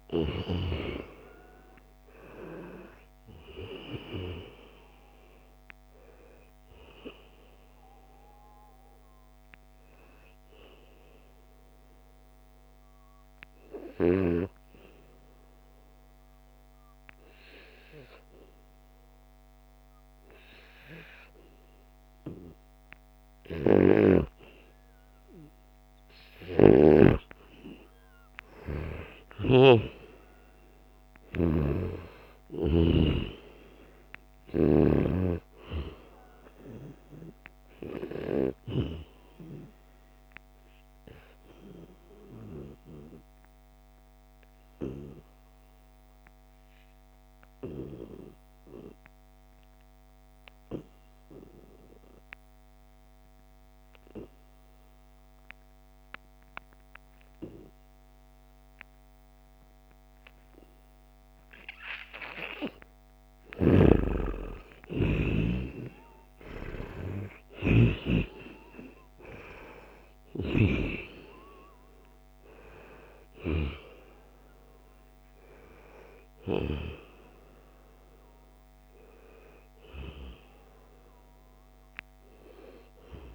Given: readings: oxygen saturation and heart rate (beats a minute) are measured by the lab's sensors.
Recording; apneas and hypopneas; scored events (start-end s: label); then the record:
breathing in sleep by a microphone on the trachea; 2
0.00-19.50 s: oxygen desaturation (device-marked, oxygen 86% lowest, heart rate 68 extreme)
8.00-26.00 s: obstructive apnea (oxygen 97% before, 86% lowest, heart rate 73 before, 75 extreme, up 14 after)
23.50-35.00 s: snoring (device-marked)
28.00-32.50 s: arousal
28.50-30.50 s: long interval between heartbeats (device-marked, heart rate 78 before, 86 extreme)
35.50-48.50 s: oxygen desaturation (device-marked, oxygen 98% before, 93% lowest, heart rate 80 before, 70 extreme)
39.50-63.00 s: obstructive apnea (oxygen 98% before, 88% lowest, heart rate 81 before, 70 extreme, up 16 after)
62.50-83.35 s: oxygen desaturation (device-marked, oxygen 96% before, 88% lowest, heart rate 74 before, 69 extreme)
63.50-68.00 s: snoring (device-marked)
64.50-69.00 s: arousal
70.50-72.50 s: long interval between heartbeats (device-marked, heart rate 72 before, 86 extreme)
From the record:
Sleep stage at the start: N2 (light sleep); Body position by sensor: on the back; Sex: male